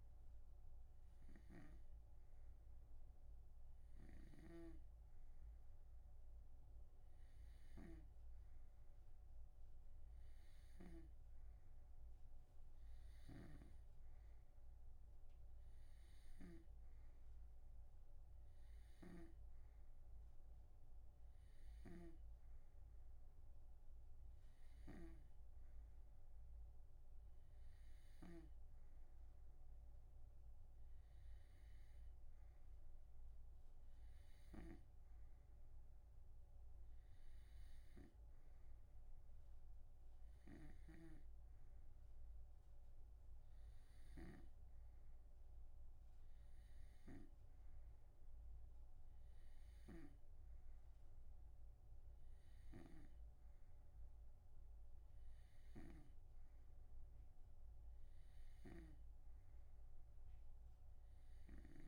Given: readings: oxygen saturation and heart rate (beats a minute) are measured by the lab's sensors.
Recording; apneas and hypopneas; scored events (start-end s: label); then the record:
breathing in sleep by a room microphone; none
1.50-11.50 s: snoring (device-marked)
13.50-17.00 s: snoring (device-marked)
19.00-61.88 s: snoring (device-marked)
From the record:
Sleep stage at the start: N2 (light sleep); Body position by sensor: on the right side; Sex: male